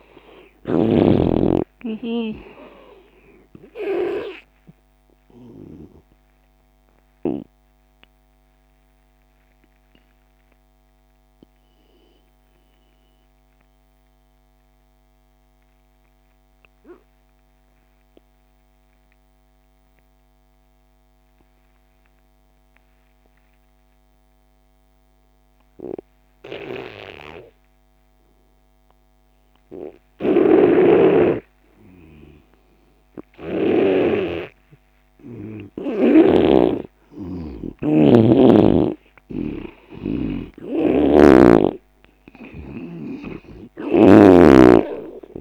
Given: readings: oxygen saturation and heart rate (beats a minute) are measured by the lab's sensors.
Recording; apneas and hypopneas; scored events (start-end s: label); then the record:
breathing in sleep by a microphone on the trachea; 1
3.00-27.00 s: oxygen desaturation (device-marked, oxygen 97% before, 82% lowest)
7.00-32.50 s: mixed apnea (oxygen 97% before, 82% lowest)
30.50-34.00 s: snoring (device-marked)
34.00-43.00 s: oxygen desaturation (device-marked, oxygen 98% before, 93% lowest)
36.00-39.50 s: arousal
41.00-44.50 s: snoring (device-marked)
From the record:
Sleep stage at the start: N2 (light sleep); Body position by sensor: on the left side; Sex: male